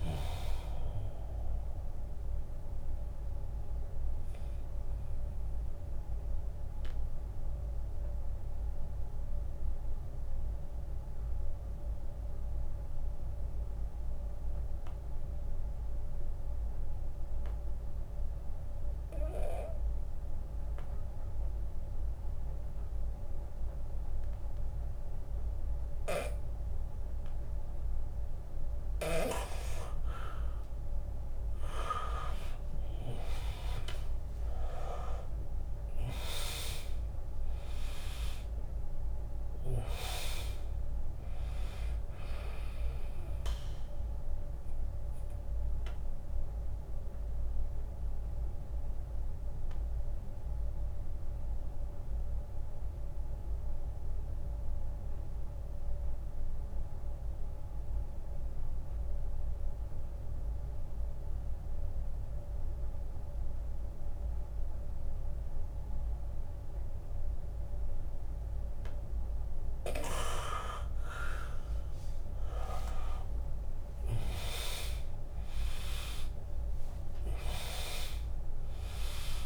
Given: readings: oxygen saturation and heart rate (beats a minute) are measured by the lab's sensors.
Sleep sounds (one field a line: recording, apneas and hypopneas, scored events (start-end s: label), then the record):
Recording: breathing in sleep by a room microphone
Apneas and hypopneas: 2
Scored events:
0.00-3.00 s: drop in pulse transit time (device-marked, heart rate 75 extreme)
0.00-14.00 s: oxygen desaturation (device-marked, oxygen 82% lowest, heart rate 72 extreme)
3.50-28.00 s: mixed apnea (oxygen 100% before, 81% lowest, heart rate 84 before, 71 extreme, up 13 after)
30.50-33.50 s: arousal
31.00-60.00 s: oxygen desaturation (device-marked, oxygen 100% before, 81% lowest, heart rate 78 before, 70 extreme)
34.00-45.00 s: drop in pulse transit time (device-marked, heart rate 79 before, 81 extreme)
43.00-68.50 s: obstructive apnea (oxygen 100% before, 81% lowest, heart rate 81 before, 70 extreme, up 2 after)
70.00-79.46 s: oxygen desaturation (device-marked, oxygen 100% before, 81% lowest, heart rate 79 before, 69 extreme)
72.50-77.50 s: arousal
76.00-79.46 s: drop in pulse transit time (device-marked, heart rate 79 before, 72 extreme)
From the record:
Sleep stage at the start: N2 (light sleep)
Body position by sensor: on the back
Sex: male